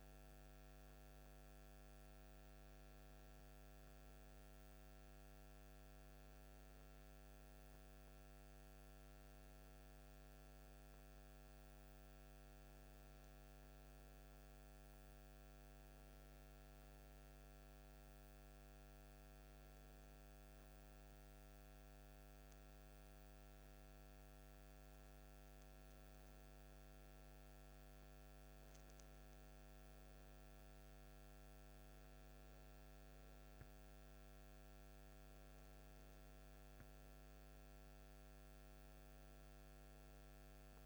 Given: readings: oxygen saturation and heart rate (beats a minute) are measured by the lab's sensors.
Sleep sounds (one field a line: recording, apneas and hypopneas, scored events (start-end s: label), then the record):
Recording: breathing in sleep, hard to hear, by a microphone on the trachea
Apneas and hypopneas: none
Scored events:
0.50-40.86 s: new sleep stage, N2 (light sleep)
From the record:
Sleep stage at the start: N1 (lightest sleep)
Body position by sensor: on the back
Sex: male